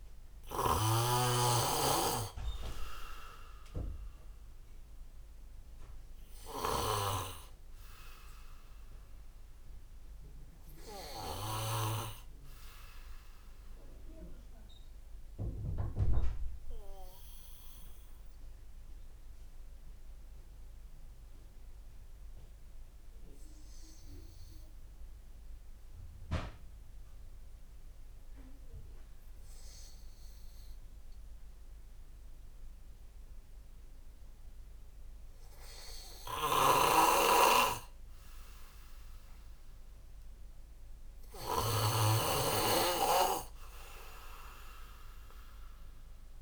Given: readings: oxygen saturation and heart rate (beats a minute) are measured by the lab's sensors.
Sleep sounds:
breathing in sleep by a room microphone; 1
0.00-6.50 s: oxygen desaturation (device-marked, oxygen 95% lowest, heart rate 55 extreme)
0.00-6.50 s: snoring (device-marked)
15.00-35.50 s: obstructive apnea (oxygen 98% before, 94% lowest, heart rate 57 before, 57 extreme, up 1 after)
36.00-46.42 s: snoring (device-marked)
39.00-41.50 s: arousal
From the record:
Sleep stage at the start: N2 (light sleep); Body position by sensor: on the back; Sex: male

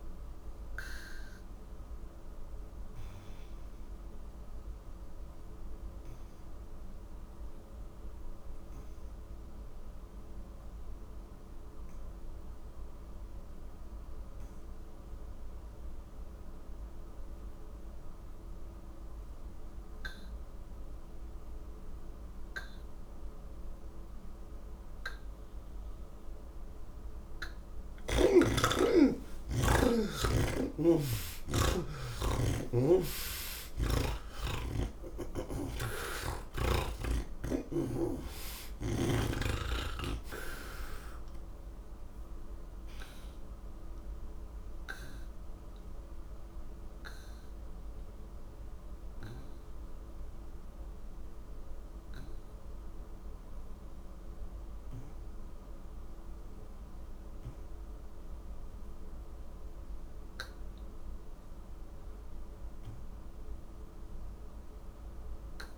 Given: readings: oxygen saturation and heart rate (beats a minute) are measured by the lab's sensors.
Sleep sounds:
breathing in sleep by a room microphone; none
0.00-20.00 s: oxygen desaturation (device-marked, oxygen 75% lowest, heart rate 43 extreme)
22.00-35.00 s: oxygen desaturation (device-marked, oxygen 96% before, 85% lowest, heart rate 64 before, 40 extreme)
45.00-56.00 s: oxygen desaturation (device-marked, oxygen 86% before, 79% lowest, heart rate 69 before, 32 extreme)
From the record:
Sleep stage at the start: N3 (deep sleep); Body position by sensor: on the back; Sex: male

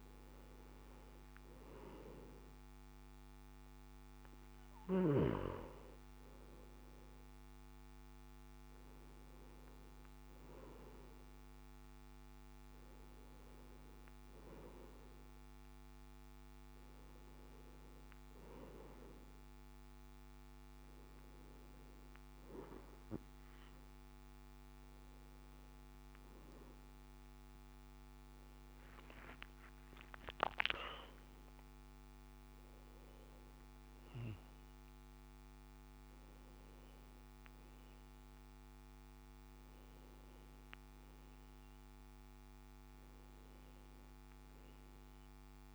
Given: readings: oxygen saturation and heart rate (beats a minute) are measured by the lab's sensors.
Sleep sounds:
breathing in sleep by a microphone on the trachea; none
none scored
From the record:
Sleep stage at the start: N2 (light sleep); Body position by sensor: on the back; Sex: male

